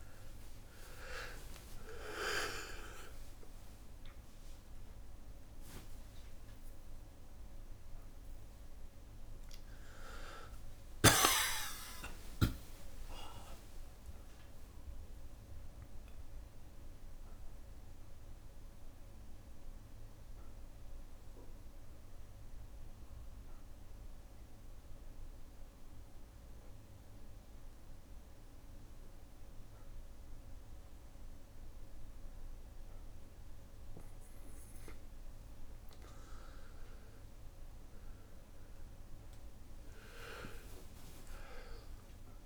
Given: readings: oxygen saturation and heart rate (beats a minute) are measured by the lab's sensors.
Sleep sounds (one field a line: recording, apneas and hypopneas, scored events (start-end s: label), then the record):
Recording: a person awake in a sleep study, by a room microphone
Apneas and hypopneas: 1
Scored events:
0.00-17.00 s: tachycardia (device-marked, heart rate 62 before, 131 extreme)
2.00-4.00 s: long interval between heartbeats (device-marked, heart rate 73 before, 84 extreme)
5.50-7.50 s: long interval between heartbeats (device-marked, heart rate 73 before, 105 extreme)
7.50-9.50 s: long interval between heartbeats (device-marked, heart rate 76 before, 119 extreme)
11.00-13.00 s: long interval between heartbeats (device-marked, heart rate 87 before, 118 extreme)
17.00-24.00 s: bradycardia (device-marked)
21.50-32.00 s: central apnea (oxygen 100% before, 96% lowest, heart rate 111 before, 60 extreme, up 50 after)
24.00-42.46 s: new sleep stage, N1 (lightest sleep)
35.50-41.00 s: arousal
From the record:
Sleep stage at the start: awake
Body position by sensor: on the back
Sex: male